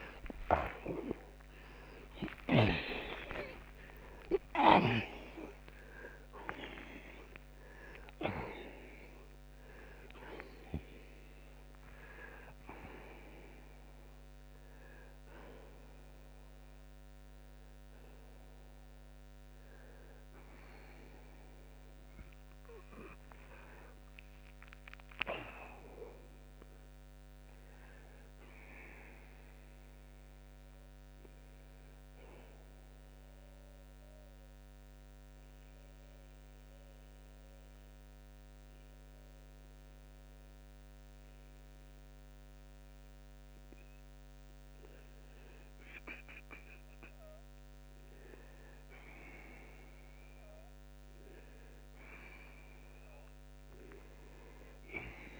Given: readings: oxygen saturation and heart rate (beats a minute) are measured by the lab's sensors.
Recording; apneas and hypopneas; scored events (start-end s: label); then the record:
breathing in sleep by a microphone on the trachea; 1
0.00-4.50 s: arousal
30.00-55.00 s: oxygen desaturation (device-marked, oxygen 92% before, 84% lowest, heart rate 52 before, 66 extreme)
34.50-49.00 s: mixed apnea (oxygen 93% before, 84% lowest, heart rate 58 before, 66 extreme, up 10 after)
From the record:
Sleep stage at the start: N2 (light sleep); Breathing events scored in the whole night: 298 in 4.0 hours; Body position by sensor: on the back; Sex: male